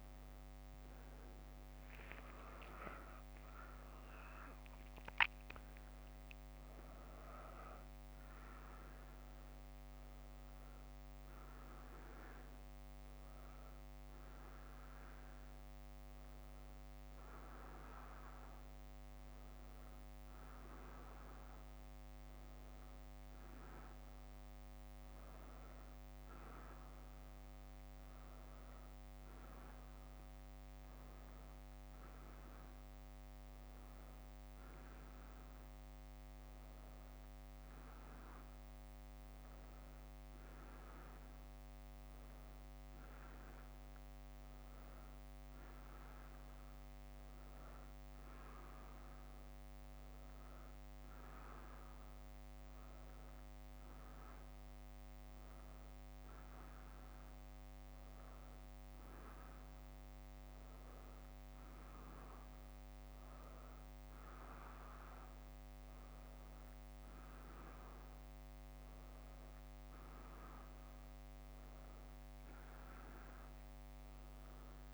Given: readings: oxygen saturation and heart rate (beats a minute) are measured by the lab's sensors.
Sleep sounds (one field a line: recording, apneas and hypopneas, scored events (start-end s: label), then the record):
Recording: a person awake in a sleep study, hard to hear, by a microphone on the trachea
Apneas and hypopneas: none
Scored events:
4.50-15.50 s: drop in pulse transit time (device-marked, heart rate 64 before, 65 extreme)
33.50-46.50 s: drop in pulse transit time (device-marked, heart rate 63 before, 60 extreme)
From the record:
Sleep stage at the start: awake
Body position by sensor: on the back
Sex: female